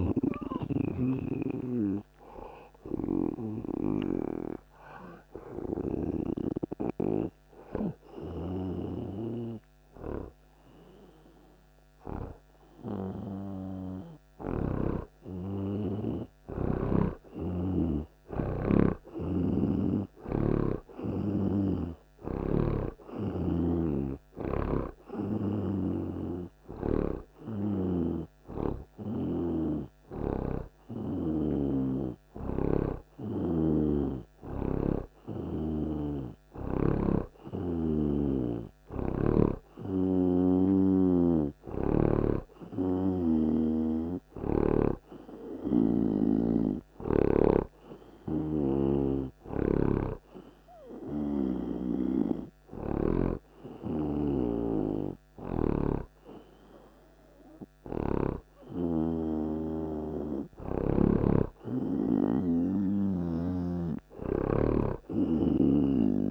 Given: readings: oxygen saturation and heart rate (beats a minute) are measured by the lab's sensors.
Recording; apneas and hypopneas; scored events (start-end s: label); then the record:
breathing in sleep by a microphone on the trachea; none
0.00-6.50 s: snoring (device-marked)
14.50-27.50 s: snoring (device-marked)
24.00-37.00 s: oxygen desaturation (device-marked, oxygen 92% before, 85% lowest)
29.50-34.00 s: snoring (device-marked)
36.00-44.00 s: snoring (device-marked)
45.00-59.00 s: oxygen desaturation (device-marked, oxygen 90% before, 86% lowest)
48.50-62.50 s: snoring (device-marked)
From the record:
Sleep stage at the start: N2 (light sleep); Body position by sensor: on the right side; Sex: male